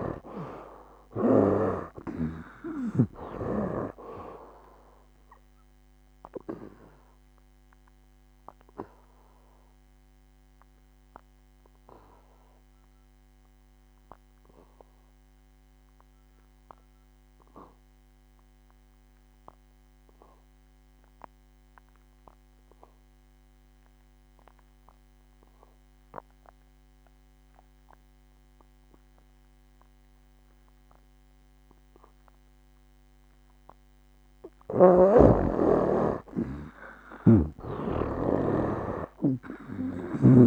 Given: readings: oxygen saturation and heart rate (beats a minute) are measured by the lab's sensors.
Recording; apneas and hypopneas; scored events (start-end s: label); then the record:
breathing in sleep by a microphone on the trachea; 1
0.00-2.00 s: arousal
0.00-3.50 s: snoring (device-marked)
5.00-29.00 s: oxygen desaturation (device-marked, oxygen 92% before, 70% lowest, heart rate 66 before, 57 extreme)
6.00-35.00 s: obstructive apnea (oxygen 96% before, 70% lowest, heart rate 67 before, 57 extreme, up 16 after)
36.00-40.47 s: oxygen desaturation (device-marked, oxygen 96% before, 75% lowest, heart rate 59 before, 57 extreme)
37.50-40.47 s: arousal
From the record:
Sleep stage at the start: N2 (light sleep); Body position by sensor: on the back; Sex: male